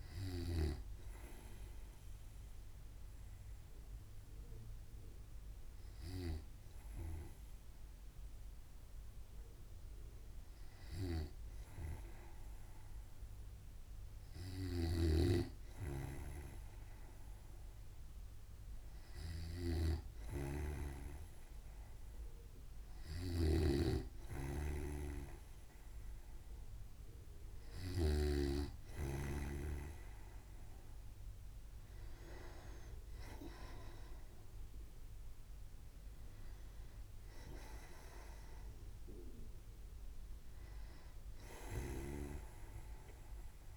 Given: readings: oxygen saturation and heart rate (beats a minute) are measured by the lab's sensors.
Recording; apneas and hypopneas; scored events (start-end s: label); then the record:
breathing in sleep by a room microphone; 1
0.00-1.50 s: snoring (device-marked)
3.00-14.00 s: hypopnea (oxygen 99% before, 95% lowest, heart rate 63 before, 62 extreme, up 0 after)
15.50-29.00 s: snoring (device-marked)
16.50-19.50 s: arousal
From the record:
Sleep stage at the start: N2 (light sleep); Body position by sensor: on the right side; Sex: male